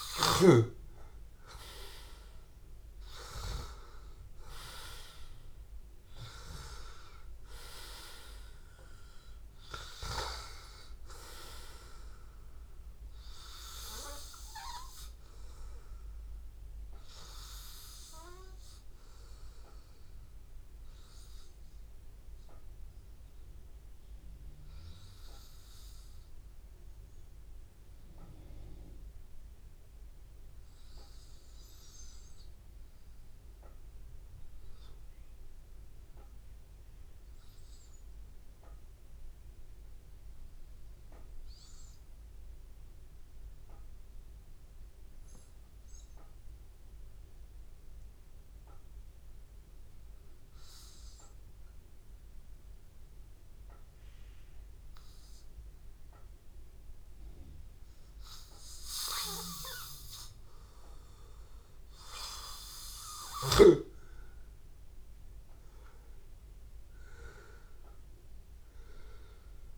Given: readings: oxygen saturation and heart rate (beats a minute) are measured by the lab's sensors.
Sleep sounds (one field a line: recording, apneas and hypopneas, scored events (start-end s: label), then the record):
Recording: breathing in sleep by a room microphone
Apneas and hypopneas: 1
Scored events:
0.00-27.50 s: oxygen desaturation (device-marked, oxygen 92% lowest, heart rate 79 extreme)
0.50-5.00 s: arousal
20.50-59.00 s: obstructive apnea (oxygen 96% before, 93% lowest, heart rate 85 before, 79 extreme, up 3 after)
60.50-64.50 s: arousal
From the record:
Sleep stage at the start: N2 (light sleep)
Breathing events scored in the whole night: 192 in 3.7 hours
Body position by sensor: on the back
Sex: male